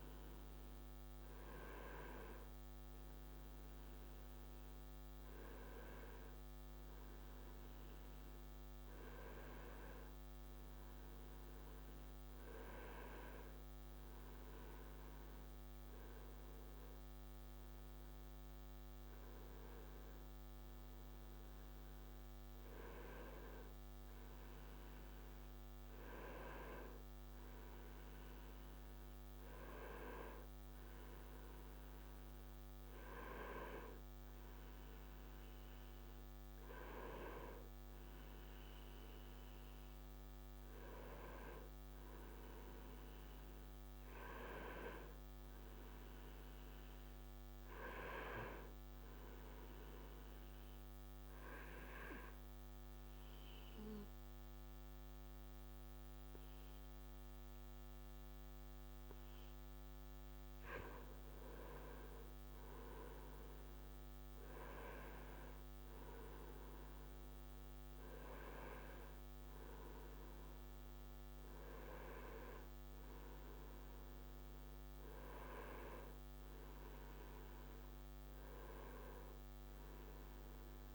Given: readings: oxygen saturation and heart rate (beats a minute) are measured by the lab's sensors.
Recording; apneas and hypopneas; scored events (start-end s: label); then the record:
breathing in sleep by a microphone on the trachea; 1
11.00-15.50 s: arousal
41.50-45.50 s: arousal
49.50-60.50 s: obstructive apnea (oxygen 96% before, 93% lowest)
62.00-65.50 s: arousal
70.50-80.95 s: new sleep stage, N1 (lightest sleep)
From the record:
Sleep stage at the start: N2 (light sleep); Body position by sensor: on the right side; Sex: male